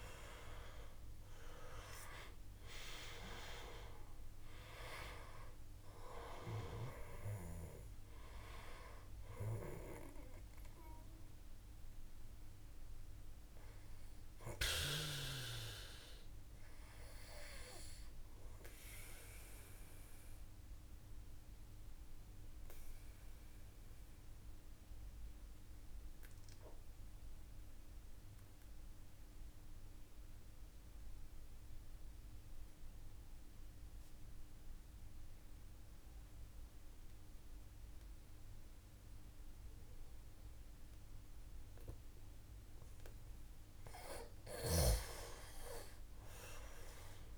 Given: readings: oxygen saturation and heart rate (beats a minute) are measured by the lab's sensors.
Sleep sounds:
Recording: breathing in sleep by a room microphone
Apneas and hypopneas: 1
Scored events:
0.00-1.50 s: arousal
0.00-27.00 s: oxygen desaturation (device-marked, oxygen 89% lowest, heart rate 51 extreme)
16.50-41.50 s: obstructive apnea (oxygen 97% before, 87% lowest, heart rate 55 before, 51 extreme, up 4 after)
44.00-47.38 s: oxygen desaturation (device-marked, oxygen 97% before, 87% lowest, heart rate 55 before, 53 extreme)
From the record:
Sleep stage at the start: N2 (light sleep)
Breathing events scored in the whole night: 273 in 4.9 hours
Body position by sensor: on the back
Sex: male

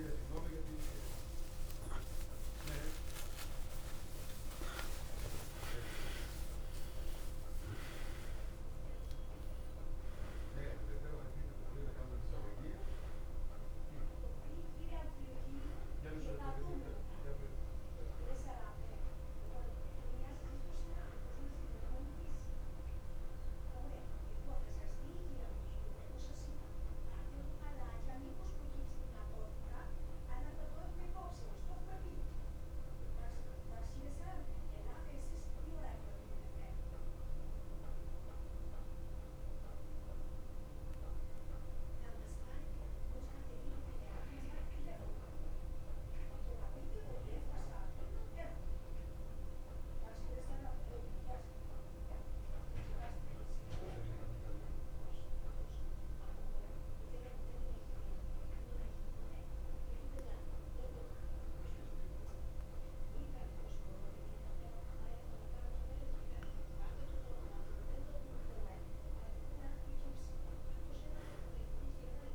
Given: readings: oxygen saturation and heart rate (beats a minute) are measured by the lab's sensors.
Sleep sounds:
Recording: breathing in sleep by a room microphone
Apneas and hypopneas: 1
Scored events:
0.00-9.00 s: tachycardia (device-marked)
0.00-47.00 s: oxygen desaturation (device-marked, oxygen 87% lowest, heart rate 53 extreme)
1.50-6.50 s: arousal
17.00-72.35 s: new sleep stage, REM sleep
28.00-59.00 s: central apnea (oxygen 93% before, 87% lowest, heart rate 80 before, 53 extreme, up 3 after)
62.00-66.50 s: arousal
From the record:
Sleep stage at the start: N2 (light sleep)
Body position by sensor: on the back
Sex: male

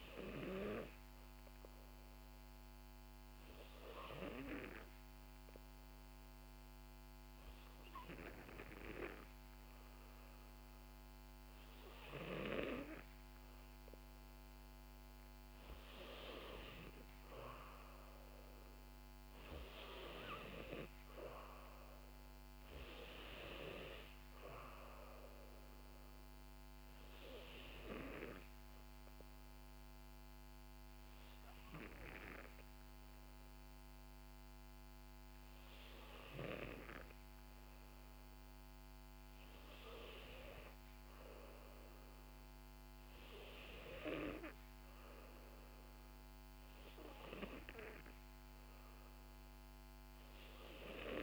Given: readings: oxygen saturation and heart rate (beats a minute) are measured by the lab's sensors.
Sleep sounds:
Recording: breathing in sleep by a microphone on the trachea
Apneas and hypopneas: 2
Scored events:
1.00-14.50 s: hypopnea (oxygen 93% before, 90% lowest, heart rate 63 before, 59 extreme, up 2 after)
16.00-20.50 s: arousal
27.50-38.50 s: obstructive apnea (oxygen 92% before, 90% lowest, heart rate 62 before, 59 extreme, up 4 after)
40.50-44.50 s: arousal
From the record:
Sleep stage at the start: N2 (light sleep)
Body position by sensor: on the back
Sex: female

